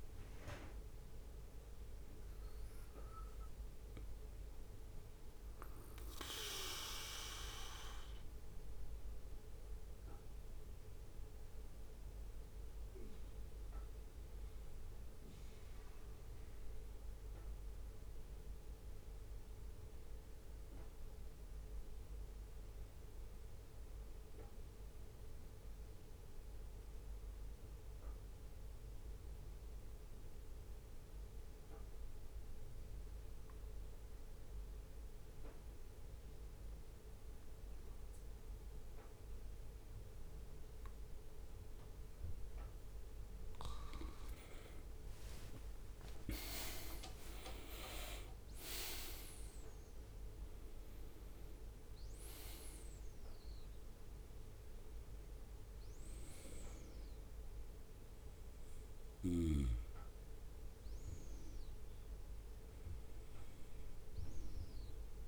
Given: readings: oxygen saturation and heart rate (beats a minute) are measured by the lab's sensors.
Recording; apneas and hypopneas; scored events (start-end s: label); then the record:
breathing in sleep by a room microphone; 1
0.00-3.50 s: arousal
5.50-42.50 s: obstructive apnea (oxygen 97% before, 88% lowest, heart rate 68 before, 65 extreme, up 8 after)
31.50-60.50 s: oxygen desaturation (device-marked, oxygen 96% before, 88% lowest, heart rate 67 before, 63 extreme)
44.50-49.00 s: arousal
From the record:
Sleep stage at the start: N2 (light sleep); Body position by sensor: on the right side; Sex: male